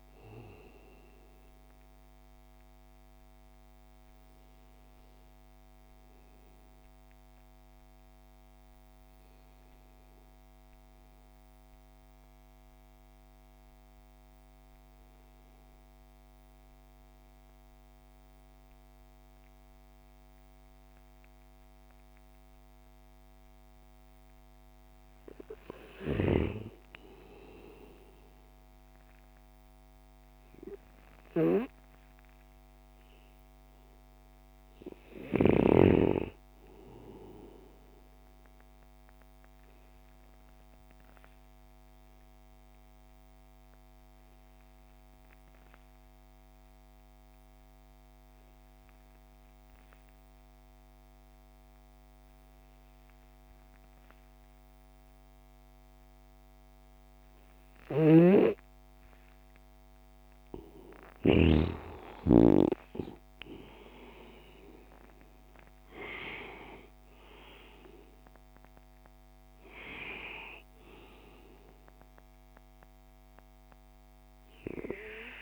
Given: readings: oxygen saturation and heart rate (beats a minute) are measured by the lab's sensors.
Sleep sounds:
breathing in sleep by a microphone on the trachea; 2
10.00-23.50 s: hypopnea (oxygen 98% before, 91% lowest)
26.50-31.00 s: arousal
27.00-43.00 s: oxygen desaturation (device-marked, oxygen 98% before, 94% lowest)
41.50-58.50 s: obstructive apnea (oxygen 99% before, 90% lowest)
57.50-61.00 s: snoring (device-marked)
61.00-64.50 s: arousal
61.00-75.42 s: oxygen desaturation (device-marked, oxygen 97% before, 91% lowest)
From the record:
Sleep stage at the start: REM sleep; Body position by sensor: on the left side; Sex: male

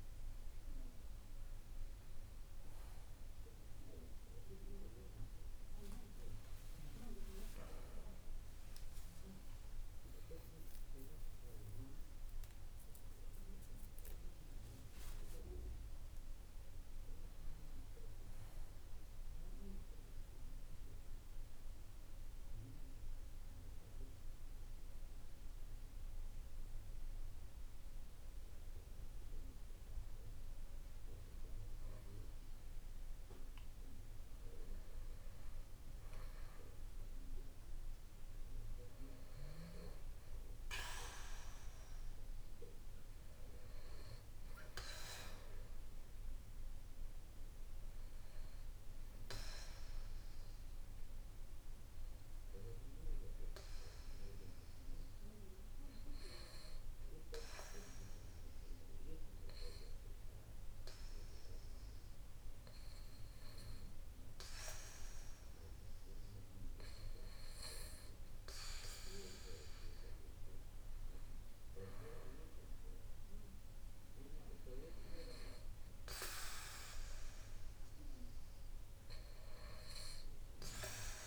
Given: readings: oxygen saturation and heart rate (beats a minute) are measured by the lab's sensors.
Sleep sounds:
breathing in sleep by a room microphone; 2
9.00-14.50 s: arousal
22.00-32.00 s: hypopnea (oxygen 95% before, 93% lowest, heart rate 67 before, 57 extreme, up 4 after)
33.50-38.00 s: arousal
53.00-66.50 s: hypopnea (oxygen 96% before, 92% lowest, heart rate 59 before, 57 extreme, up 3 after)
69.00-74.00 s: arousal
From the record:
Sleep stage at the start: REM sleep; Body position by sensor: on the back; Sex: male

